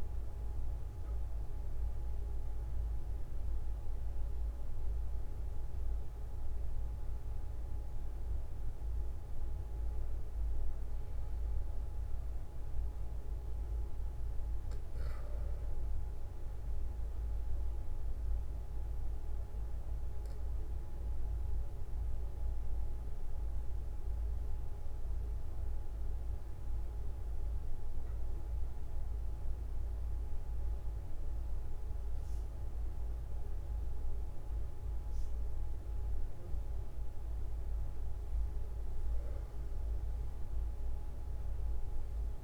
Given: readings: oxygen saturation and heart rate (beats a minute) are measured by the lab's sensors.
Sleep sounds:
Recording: breathing in sleep, hard to hear, by a room microphone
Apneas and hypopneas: 1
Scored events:
18.50-38.00 s: obstructive apnea (oxygen 96% before, 93% lowest, heart rate 46 before, 43 extreme, up 2 after)
39.50-42.44 s: arousal
From the record:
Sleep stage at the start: REM sleep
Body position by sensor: on the back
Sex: male

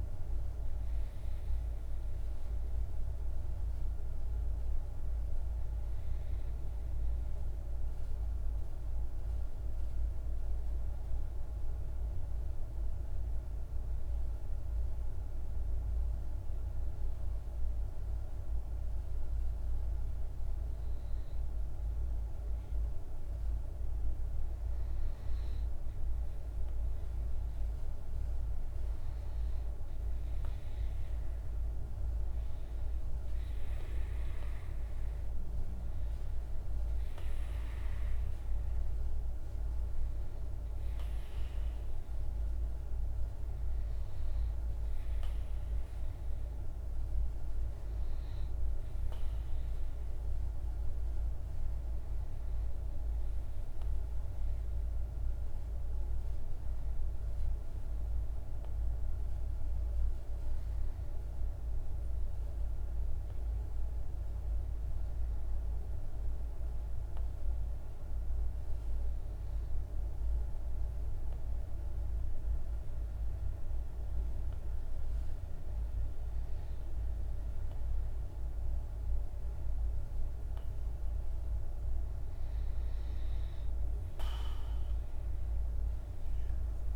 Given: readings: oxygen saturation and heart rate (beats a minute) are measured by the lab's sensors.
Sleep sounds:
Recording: breathing in sleep, hard to hear, by a room microphone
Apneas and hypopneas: 2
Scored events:
2.50-86.96 s: new sleep stage, N2 (light sleep)
5.50-23.00 s: obstructive apnea (oxygen 99% before, 95% lowest, heart rate 52 before, 50 extreme, up 1 after)
25.50-29.00 s: arousal
34.50-55.50 s: oxygen desaturation (device-marked, oxygen 98% before, 95% lowest, heart rate 51 before, 49 extreme)
54.00-81.00 s: obstructive apnea (oxygen 98% before, 93% lowest, heart rate 51 before, 49 extreme, up 4 after)
77.50-86.96 s: oxygen desaturation (device-marked, oxygen 98% before, 93% lowest, heart rate 50 before, 50 extreme)
85.00-86.96 s: arousal
From the record:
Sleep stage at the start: REM sleep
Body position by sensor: on the back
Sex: male

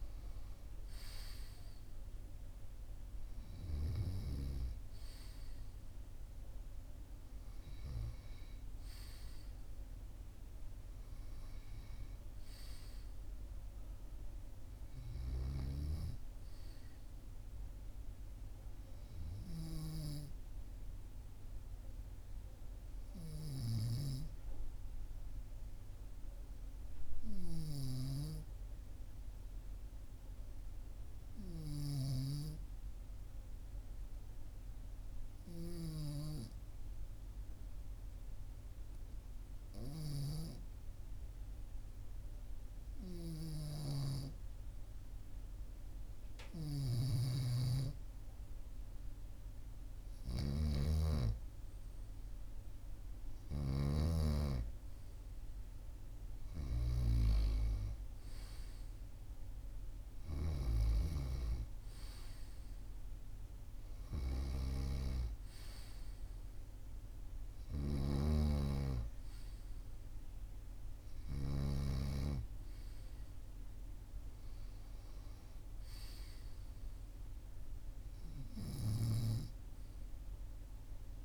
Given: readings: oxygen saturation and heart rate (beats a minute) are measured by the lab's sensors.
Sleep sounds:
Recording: breathing in sleep by a room microphone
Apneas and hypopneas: 1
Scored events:
22.50-47.00 s: hypopnea (oxygen 98% before, 95% lowest, heart rate 44 before, 44 extreme, up 2 after)
46.50-54.00 s: snoring (device-marked)
49.50-54.00 s: arousal
68.00-72.00 s: snoring (device-marked)
From the record:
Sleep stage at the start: N2 (light sleep)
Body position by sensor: on the right side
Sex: male

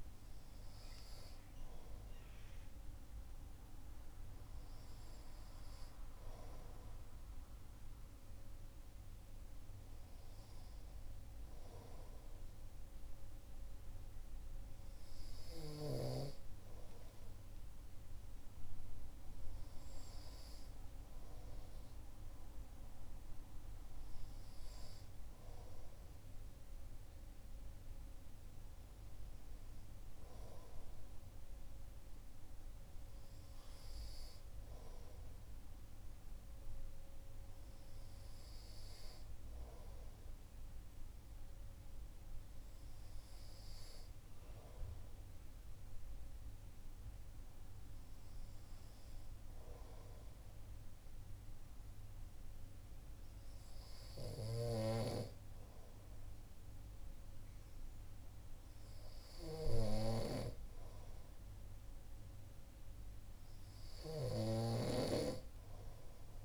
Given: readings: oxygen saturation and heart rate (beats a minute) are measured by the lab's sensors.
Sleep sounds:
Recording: breathing in sleep by a room microphone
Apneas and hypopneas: none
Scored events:
59.00-66.45 s: snoring (device-marked)
From the record:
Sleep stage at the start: N2 (light sleep)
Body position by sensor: on the right side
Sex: male

